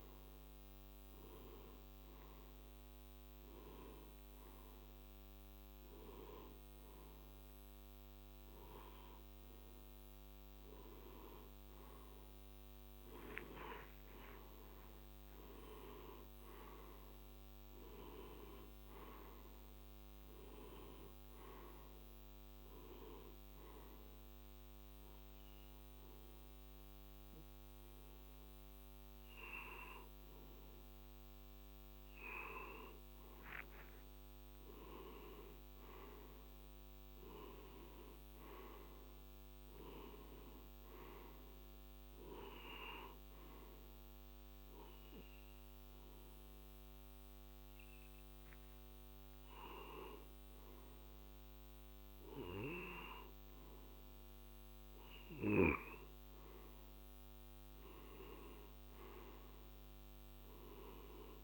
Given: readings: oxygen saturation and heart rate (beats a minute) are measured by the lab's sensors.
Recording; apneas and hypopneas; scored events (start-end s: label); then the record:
a person partly awake in a sleep study, by a microphone on the trachea; 1
13.00-61.44 s: new sleep stage, N1 (lightest sleep)
17.00-31.00 s: oxygen desaturation (device-marked, oxygen 94% before, 91% lowest, heart rate 59 before, 52 extreme)
41.00-53.00 s: hypopnea (oxygen 94% before, 91% lowest, heart rate 56 before, 52 extreme, up 6 after)
55.50-59.00 s: arousal
From the record:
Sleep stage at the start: awake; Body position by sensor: on the left side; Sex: male